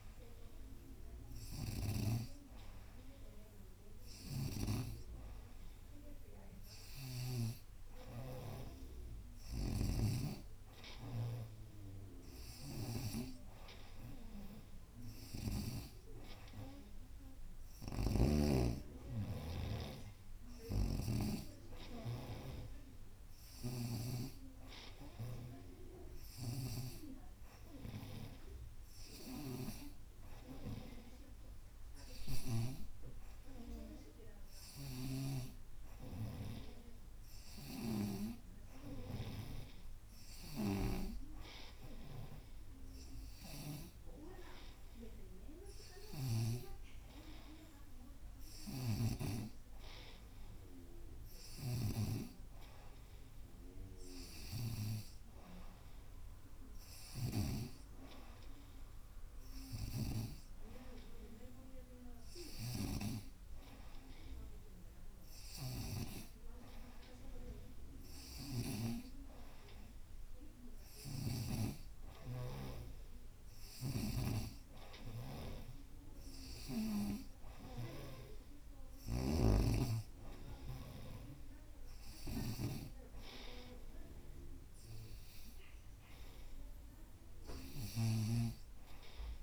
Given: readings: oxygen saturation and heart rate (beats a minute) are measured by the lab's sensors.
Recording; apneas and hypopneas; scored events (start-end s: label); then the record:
breathing in sleep by a room microphone; none
0.00-2.00 s: snoring (device-marked)
4.00-7.50 s: snoring (device-marked)
18.00-21.50 s: snoring (device-marked)
23.50-27.00 s: snoring (device-marked)
35.00-39.50 s: snoring (device-marked)
48.50-71.50 s: snoring (device-marked)
73.50-89.43 s: snoring (device-marked)
From the record:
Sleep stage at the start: N2 (light sleep); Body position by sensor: on the right side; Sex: female